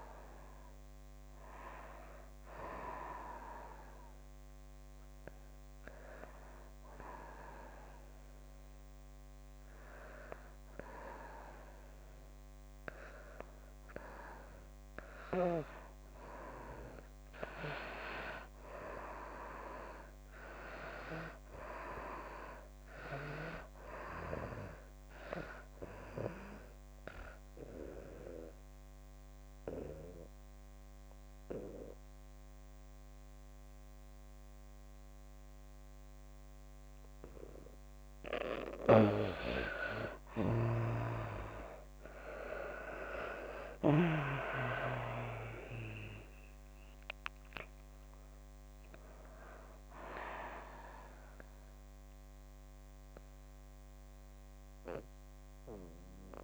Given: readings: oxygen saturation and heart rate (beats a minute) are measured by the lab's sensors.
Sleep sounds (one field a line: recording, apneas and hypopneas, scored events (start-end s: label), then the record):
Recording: breathing in sleep by a microphone on the trachea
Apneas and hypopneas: 2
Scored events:
3.00-14.50 s: central apnea (oxygen 97% before, 84% lowest)
16.50-35.50 s: oxygen desaturation (device-marked, oxygen 97% before, 89% lowest)
17.00-20.00 s: arousal
25.50-38.00 s: obstructive apnea (oxygen 97% before, 84% lowest)
40.50-43.50 s: arousal
42.50-56.44 s: oxygen desaturation (device-marked, oxygen 93% before, 84% lowest)
From the record:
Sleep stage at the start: N2 (light sleep)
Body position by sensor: on the back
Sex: female